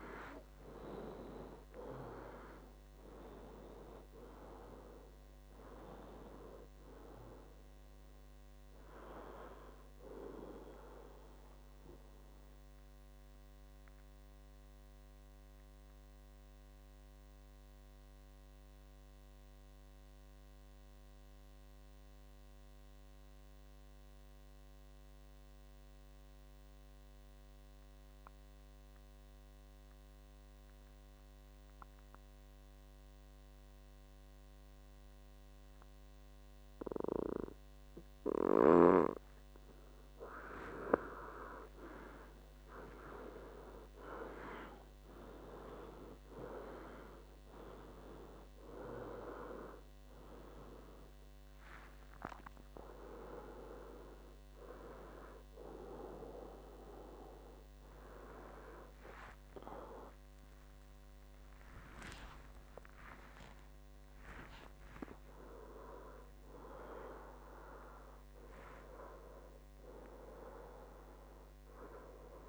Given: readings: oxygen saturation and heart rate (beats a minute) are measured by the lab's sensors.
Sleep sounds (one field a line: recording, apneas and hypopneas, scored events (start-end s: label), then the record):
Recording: breathing in sleep by a microphone on the trachea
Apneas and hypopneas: 1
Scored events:
0.00-24.00 s: oxygen desaturation (device-marked, oxygen 92% lowest, heart rate 56 extreme)
13.00-40.00 s: mixed apnea (oxygen 98% before, 92% lowest, heart rate 71 before, 56 extreme, up 20 after)
39.00-41.00 s: long interval between heartbeats (device-marked, heart rate 60 before, 64 extreme)
49.00-72.49 s: oxygen desaturation (device-marked, oxygen 96% before, 92% lowest, heart rate 67 before, 56 extreme)
61.50-65.50 s: arousal
From the record:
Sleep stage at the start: N2 (light sleep)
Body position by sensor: on the back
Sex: male